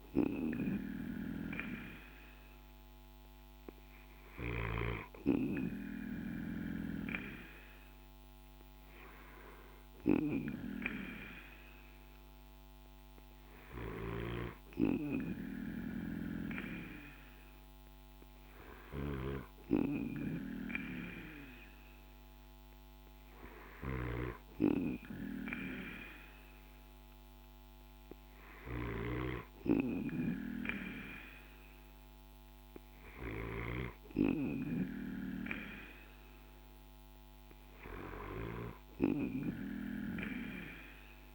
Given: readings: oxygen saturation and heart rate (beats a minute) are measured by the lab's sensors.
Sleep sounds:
breathing in sleep by a microphone on the trachea; none
13.00-33.00 s: snoring (device-marked)
From the record:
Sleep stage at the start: N2 (light sleep); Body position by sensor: on the back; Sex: male

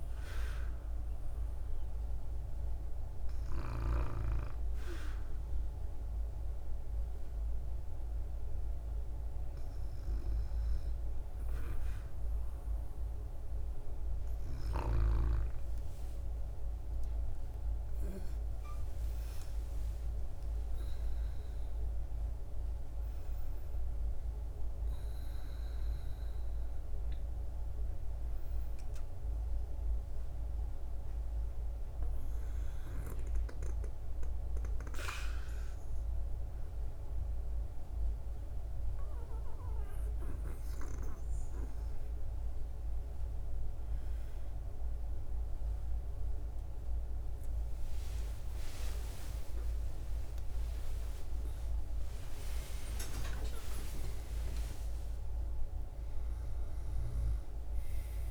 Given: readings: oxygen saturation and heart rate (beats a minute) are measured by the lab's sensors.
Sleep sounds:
breathing in sleep by a room microphone; none
16.00-20.00 s: arousal
22.00-32.00 s: oxygen desaturation (device-marked, oxygen 97% before, 94% lowest, heart rate 63 before, 62 extreme)
30.00-58.31 s: new sleep stage, N1 (lightest sleep)
47.50-54.00 s: arousal
From the record:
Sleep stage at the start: N2 (light sleep); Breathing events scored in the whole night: 200 in 7.3 hours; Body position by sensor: on the back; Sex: female

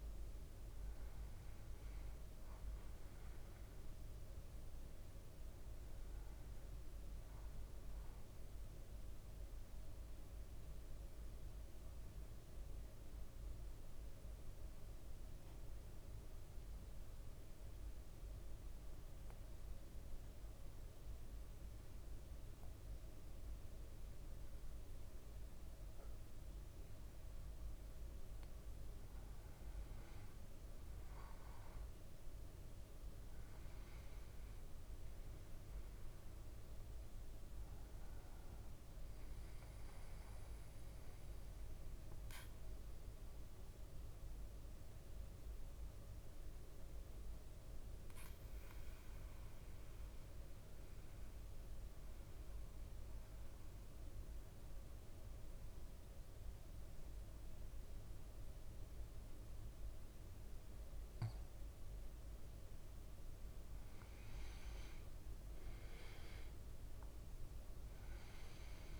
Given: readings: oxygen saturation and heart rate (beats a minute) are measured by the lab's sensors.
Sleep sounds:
breathing in sleep, hard to hear, by a room microphone; 2
0.00-1.50 s: arousal
8.50-27.00 s: central apnea (oxygen 99% before, 93% lowest, heart rate 57 before, 54 extreme, up 5 after)
29.00-33.00 s: arousal
34.00-57.00 s: oxygen desaturation (device-marked, oxygen 99% before, 94% lowest, heart rate 55 before, 54 extreme)
40.50-62.50 s: mixed apnea (oxygen 99% before, 93% lowest, heart rate 57 before, 54 extreme, up 5 after)
65.00-68.50 s: arousal
68.00-69.00 s: oxygen desaturation (device-marked, oxygen 99% before, 93% lowest, heart rate 55 before, 54 extreme)
From the record:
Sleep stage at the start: N2 (light sleep); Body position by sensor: on the back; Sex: male

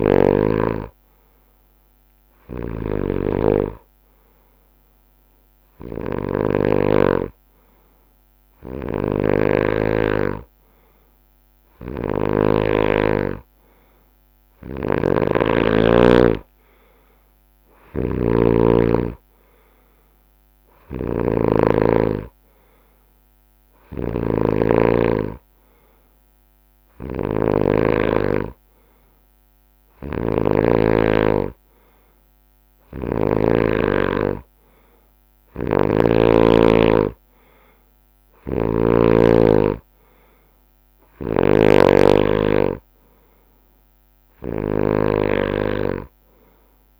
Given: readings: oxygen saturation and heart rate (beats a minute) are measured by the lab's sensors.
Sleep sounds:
breathing in sleep by a microphone on the trachea; none
0.00-3.50 s: snoring (device-marked)
0.00-5.00 s: drop in pulse transit time (device-marked, heart rate 70 extreme)
5.50-12.50 s: snoring (device-marked)
14.50-21.50 s: snoring (device-marked)
23.50-33.50 s: snoring (device-marked)
38.00-47.00 s: snoring (device-marked)
From the record:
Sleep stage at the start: N2 (light sleep); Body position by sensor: on the right side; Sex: male

